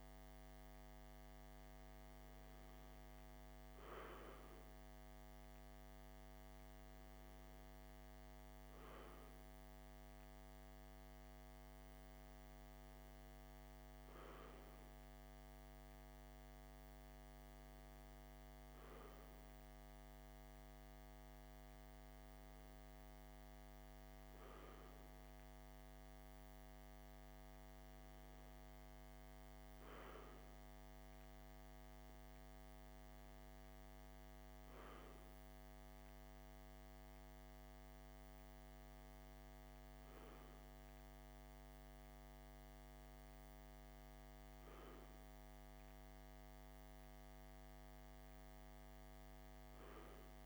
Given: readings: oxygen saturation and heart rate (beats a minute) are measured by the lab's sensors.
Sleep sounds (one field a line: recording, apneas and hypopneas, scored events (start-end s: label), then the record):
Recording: breathing in sleep, hard to hear, by a microphone on the trachea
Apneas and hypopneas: none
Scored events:
none scored
From the record:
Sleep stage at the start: N2 (light sleep)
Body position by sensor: on the left side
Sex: male